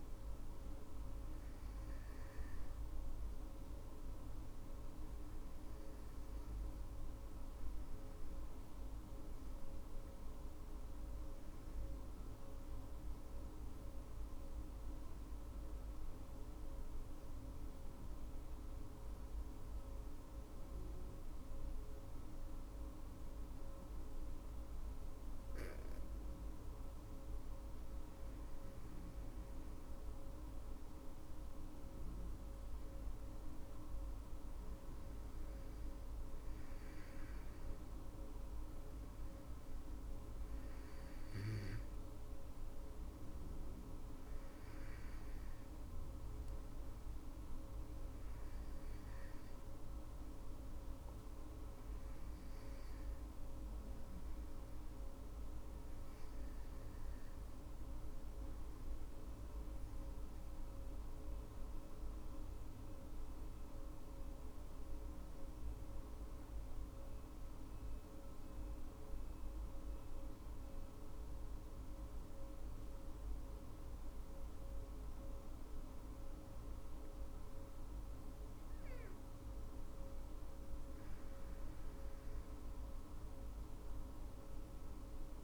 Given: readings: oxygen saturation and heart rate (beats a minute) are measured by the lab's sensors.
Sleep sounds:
breathing in sleep, hard to hear, by a room microphone; 2
7.00-25.50 s: obstructive apnea (oxygen 100% before, 95% lowest, heart rate 54 before, 55 extreme, up 18 after)
27.00-30.50 s: arousal
29.50-50.50 s: oxygen desaturation (device-marked, oxygen 99% before, 95% lowest, heart rate 61 before, 52 extreme)
59.50-78.00 s: obstructive apnea (oxygen 99% before, 94% lowest, heart rate 57 before, 56 extreme, up 17 after)
78.50-85.44 s: oxygen desaturation (device-marked, oxygen 99% before, 94% lowest, heart rate 61 before, 52 extreme)
79.50-83.50 s: arousal
From the record:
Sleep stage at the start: N2 (light sleep); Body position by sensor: on the back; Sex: female

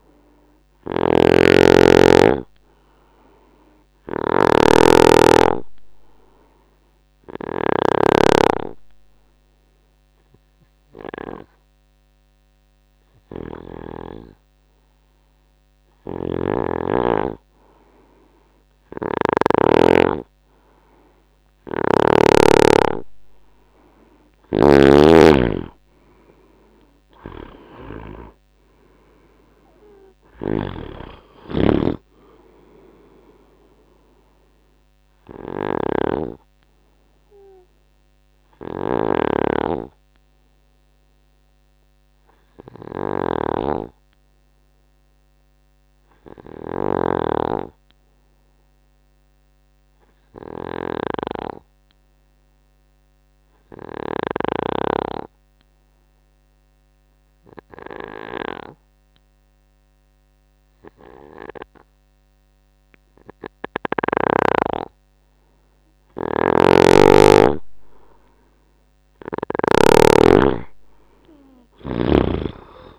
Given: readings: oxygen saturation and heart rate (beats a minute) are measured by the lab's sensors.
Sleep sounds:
breathing in sleep by a microphone on the trachea; 2
0.00-2.50 s: arousal
0.00-8.00 s: snoring (device-marked)
7.00-22.50 s: hypopnea (oxygen 97% before, 88% lowest, heart rate 74 before, 64 extreme, up 6 after)
16.00-19.50 s: snoring (device-marked)
24.00-54.50 s: snoring (device-marked)
26.00-44.00 s: oxygen desaturation (device-marked, oxygen 95% before, 92% lowest, heart rate 76 before, 64 extreme)
27.50-32.00 s: arousal
48.50-65.50 s: obstructive apnea (oxygen 95% before, 88% lowest, heart rate 74 before, 68 extreme, up 4 after)
66.00-72.99 s: oxygen desaturation (device-marked, oxygen 99% before, 88% lowest, heart rate 72 before, 68 extreme)
66.50-70.00 s: snoring (device-marked)
68.50-72.00 s: arousal
From the record:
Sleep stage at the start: N2 (light sleep); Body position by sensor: on the right side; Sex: male

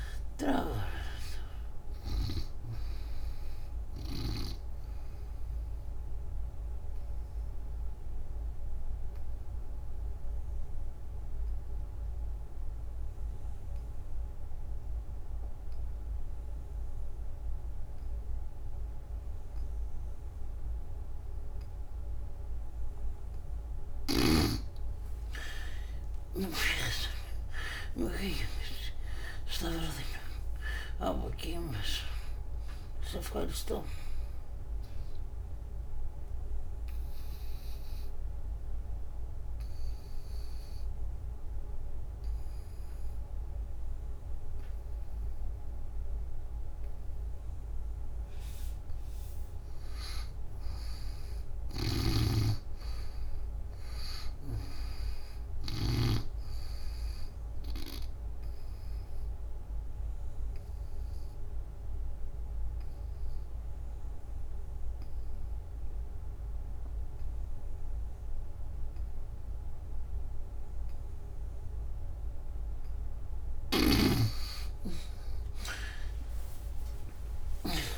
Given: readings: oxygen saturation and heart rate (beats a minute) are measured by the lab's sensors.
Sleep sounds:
breathing in sleep by a room microphone; 3
2.50-10.50 s: oxygen desaturation (device-marked, oxygen 98% before, 86% lowest, heart rate 77 before, 65 extreme)
6.00-23.50 s: obstructive apnea (oxygen 98% before, 77% lowest, heart rate 80 before, 65 extreme, up 32 after)
26.00-31.50 s: arousal
26.00-33.50 s: snoring (device-marked)
29.50-50.50 s: oxygen desaturation (device-marked, oxygen 96% before, 77% lowest, heart rate 72 before, 71 extreme)
36.00-48.50 s: obstructive apnea (oxygen 96% before, 75% lowest, heart rate 80 before, 71 extreme, up 6 after)
50.00-53.00 s: arousal
51.50-56.00 s: snoring (device-marked)
52.50-65.50 s: oxygen desaturation (device-marked, oxygen 99% before, 87% lowest, heart rate 87 before, 73 extreme)
58.00-72.50 s: obstructive apnea (oxygen 99% before, 75% lowest, heart rate 80 before, 72 extreme, up 54 after)
71.50-77.98 s: oxygen desaturation (device-marked, oxygen 94% before, 75% lowest, heart rate 78 before, 69 extreme)
73.50-77.98 s: snoring (device-marked)
74.50-77.50 s: arousal
From the record:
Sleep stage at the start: N2 (light sleep); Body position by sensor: on the back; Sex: female

